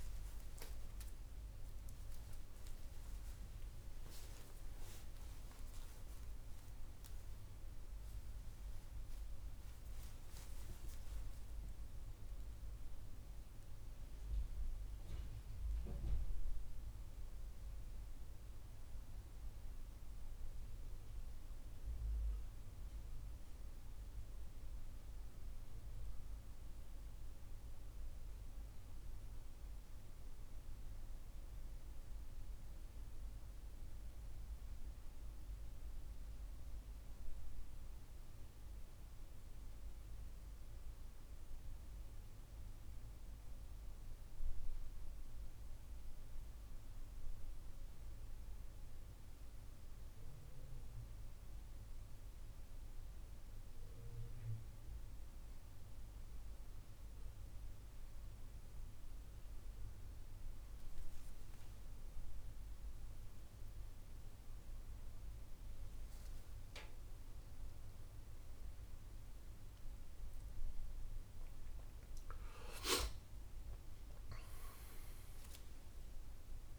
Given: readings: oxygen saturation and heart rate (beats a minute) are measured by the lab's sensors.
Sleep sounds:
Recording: a person awake in a sleep study, hard to hear, by a room microphone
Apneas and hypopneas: none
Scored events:
none scored
From the record:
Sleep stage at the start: awake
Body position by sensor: on the back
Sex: male

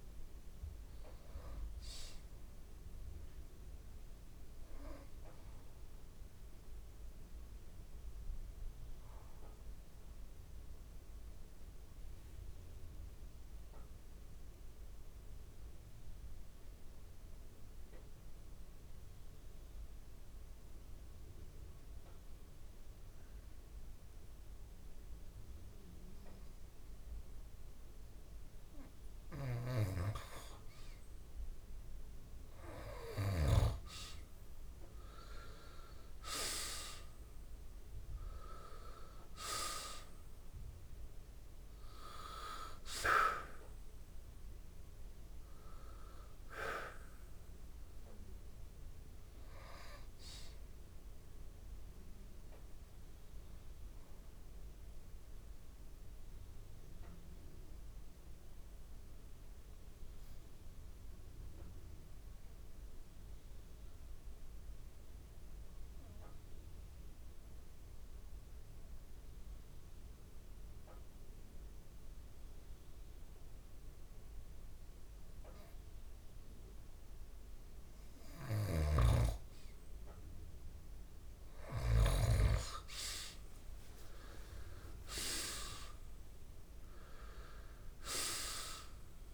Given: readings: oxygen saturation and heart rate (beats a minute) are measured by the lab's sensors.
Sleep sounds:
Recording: breathing in sleep by a room microphone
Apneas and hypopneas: 2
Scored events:
0.00-11.50 s: oxygen desaturation (device-marked, oxygen 87% lowest)
6.50-29.00 s: mixed apnea (oxygen 96% before, 87% lowest)
27.50-60.50 s: oxygen desaturation (device-marked, oxygen 98% before, 87% lowest)
32.00-36.00 s: arousal
54.00-77.50 s: mixed apnea (oxygen 97% before, 85% lowest)
75.50-89.34 s: oxygen desaturation (device-marked, oxygen 98% before, 85% lowest)
80.50-85.50 s: arousal
From the record:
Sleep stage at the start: N2 (light sleep)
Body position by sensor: on the back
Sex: male

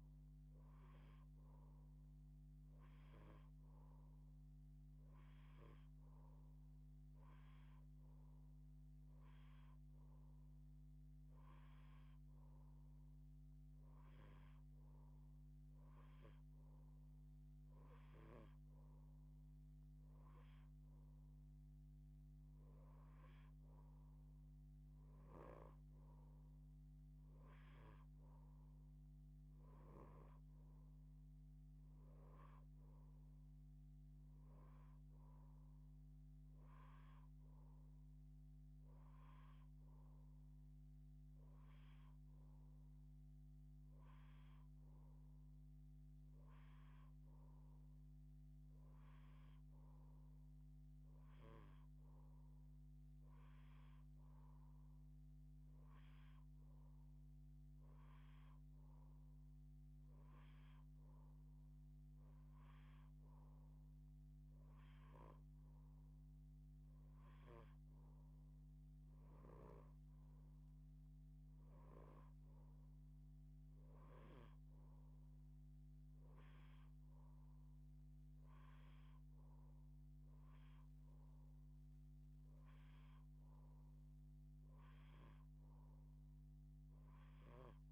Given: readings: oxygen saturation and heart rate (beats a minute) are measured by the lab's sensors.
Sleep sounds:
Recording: breathing in sleep, hard to hear, by a microphone on the trachea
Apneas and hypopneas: none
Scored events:
none scored
From the record:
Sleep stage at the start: N2 (light sleep)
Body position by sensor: on the left side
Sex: female

